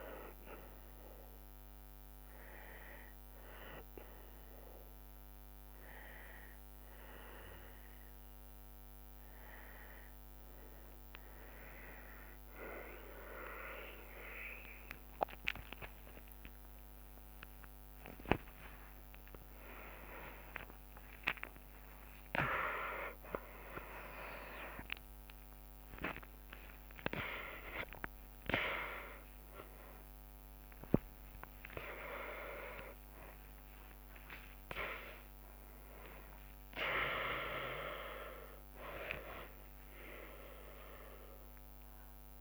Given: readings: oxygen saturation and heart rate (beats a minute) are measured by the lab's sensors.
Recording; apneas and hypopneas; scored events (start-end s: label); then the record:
a person partly awake in a sleep study, by a microphone on the trachea; none
0.00-3.50 s: drop in pulse transit time (device-marked, heart rate 69 extreme)
12.50-29.50 s: tachycardia (device-marked, heart rate 76 before, 176 extreme)
18.50-28.50 s: oxygen desaturation (device-marked, oxygen 96% before, 92% lowest, heart rate 85 before, 75 extreme)
18.50-31.50 s: drop in pulse transit time (device-marked, heart rate 85 before, 119 extreme)
22.50-42.41 s: new sleep stage, awake
33.50-40.50 s: drop in pulse transit time (device-marked, heart rate 136 before, 78 extreme)
From the record:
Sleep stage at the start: N1 (lightest sleep); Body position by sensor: on the back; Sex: female